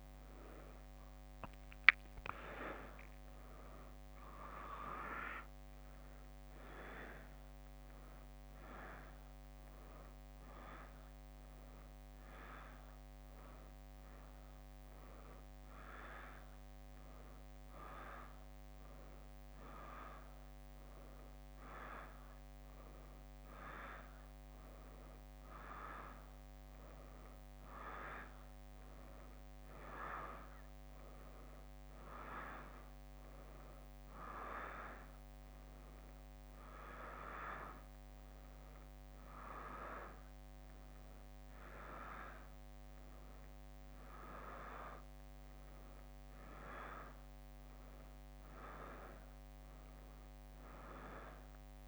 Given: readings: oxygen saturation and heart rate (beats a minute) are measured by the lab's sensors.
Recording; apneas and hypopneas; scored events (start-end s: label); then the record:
a person awake in a sleep study, by a microphone on the trachea; none
0.00-6.00 s: leg movement (device-marked)
7.50-14.50 s: leg movement (device-marked)
15.50-20.00 s: leg movement (device-marked)
21.00-25.50 s: leg movement (device-marked)
27.00-37.50 s: leg movement (device-marked)
From the record:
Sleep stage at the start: awake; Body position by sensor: on the back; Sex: female